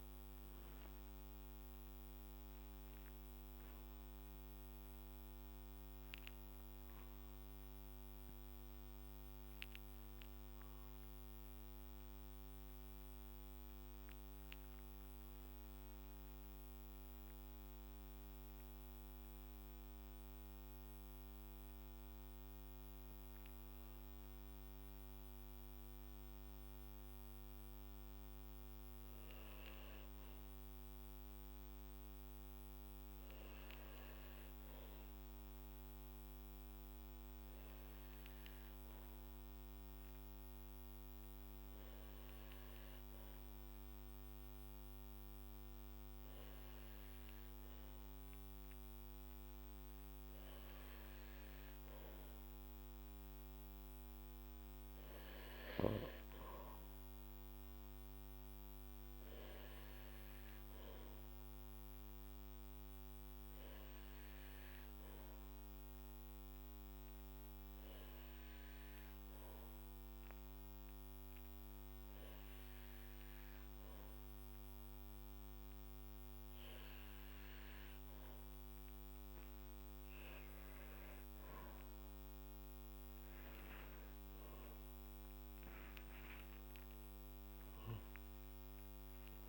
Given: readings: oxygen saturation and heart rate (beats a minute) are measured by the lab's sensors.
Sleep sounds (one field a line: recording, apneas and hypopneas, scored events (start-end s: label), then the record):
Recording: breathing in sleep, hard to hear, by a microphone on the trachea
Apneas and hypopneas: 1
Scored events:
15.00-79.00 s: mixed apnea (oxygen 100% before, 94% lowest, heart rate 56 before, 53 extreme, up 7 after)
54.00-87.00 s: oxygen desaturation (device-marked, oxygen 100% before, 94% lowest, heart rate 55 before, 55 extreme)
74.00-89.49 s: new sleep stage, awake
From the record:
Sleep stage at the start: N2 (light sleep)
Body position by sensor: on the back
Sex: male